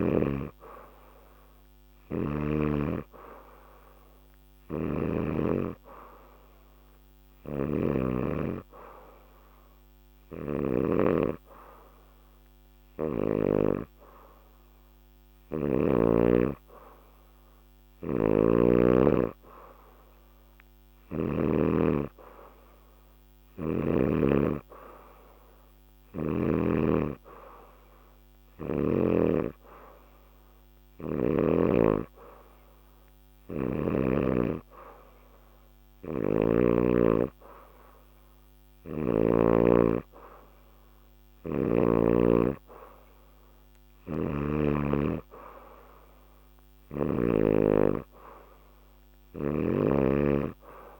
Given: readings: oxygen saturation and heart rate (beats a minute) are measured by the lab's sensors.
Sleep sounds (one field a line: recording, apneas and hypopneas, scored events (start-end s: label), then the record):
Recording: breathing in sleep by a microphone on the trachea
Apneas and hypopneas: none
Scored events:
7.00-10.50 s: snoring (device-marked)
17.50-21.00 s: snoring (device-marked)
35.50-39.00 s: snoring (device-marked)
43.50-47.00 s: snoring (device-marked)
49.00-50.99 s: snoring (device-marked)
From the record:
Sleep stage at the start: N2 (light sleep)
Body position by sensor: on the back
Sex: female